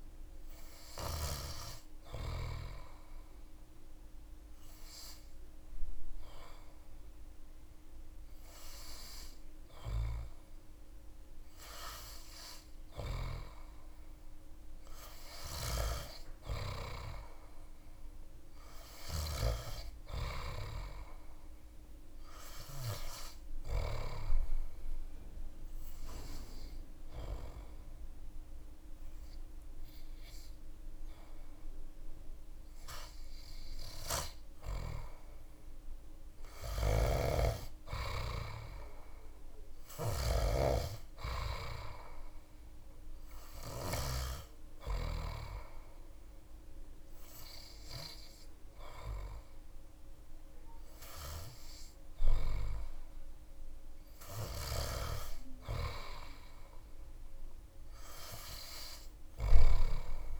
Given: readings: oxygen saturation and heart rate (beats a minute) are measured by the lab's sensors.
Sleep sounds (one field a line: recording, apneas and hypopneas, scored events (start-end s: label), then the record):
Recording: breathing in sleep by a room microphone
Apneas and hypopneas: 3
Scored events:
0.00-1.00 s: oxygen desaturation (device-marked, oxygen 94% lowest)
2.00-13.50 s: obstructive apnea (oxygen 98% before, 95% lowest)
17.00-20.50 s: arousal
24.50-37.00 s: obstructive apnea (oxygen 98% before, 95% lowest)
36.00-40.00 s: snoring (device-marked)
38.50-40.50 s: arousal
43.00-55.50 s: hypopnea (oxygen 98% before, 95% lowest)
58.00-60.40 s: arousal
From the record:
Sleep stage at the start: N3 (deep sleep)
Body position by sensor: on the back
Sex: male